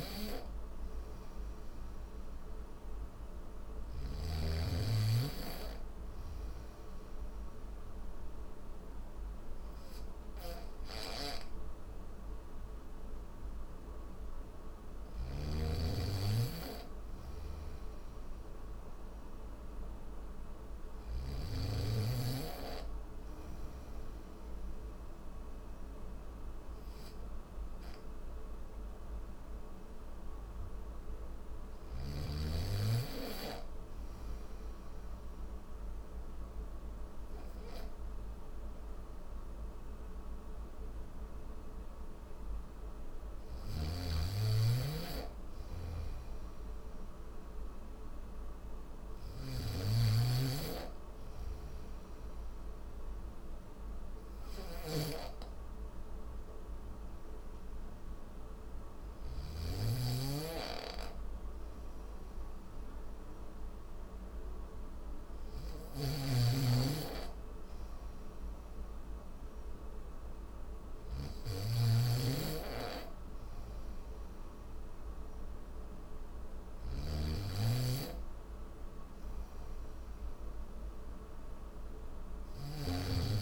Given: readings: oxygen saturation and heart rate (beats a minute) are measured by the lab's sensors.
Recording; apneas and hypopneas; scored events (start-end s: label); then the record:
breathing in sleep by a room microphone; none
0.00-4.00 s: snoring (device-marked)
14.50-21.00 s: snoring (device-marked)
43.00-59.00 s: snoring (device-marked)
53.50-65.50 s: oxygen desaturation (device-marked, oxygen 94% before, 91% lowest, heart rate 74 before, 72 extreme)
65.00-83.42 s: snoring (device-marked)
67.50-83.42 s: new sleep stage, N1 (lightest sleep)
From the record:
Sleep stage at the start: N3 (deep sleep); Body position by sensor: on the back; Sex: male